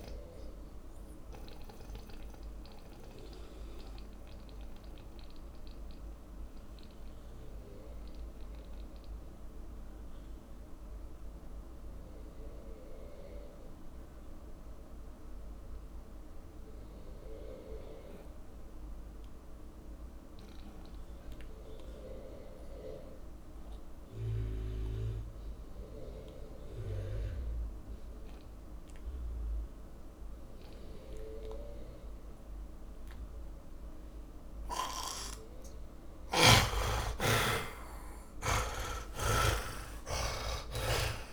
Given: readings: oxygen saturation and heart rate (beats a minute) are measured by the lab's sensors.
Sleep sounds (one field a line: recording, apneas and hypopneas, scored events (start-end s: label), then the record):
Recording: breathing in sleep by a room microphone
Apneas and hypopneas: 1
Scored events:
0.00-16.00 s: oxygen desaturation (device-marked, oxygen 79% lowest)
1.50-36.00 s: mixed apnea (oxygen 100% before, 74% lowest)
23.00-41.33 s: oxygen desaturation (device-marked, oxygen 100% before, 74% lowest)
36.50-40.00 s: snoring (device-marked)
39.00-41.33 s: arousal
From the record:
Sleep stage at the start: N2 (light sleep)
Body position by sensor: on the back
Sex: male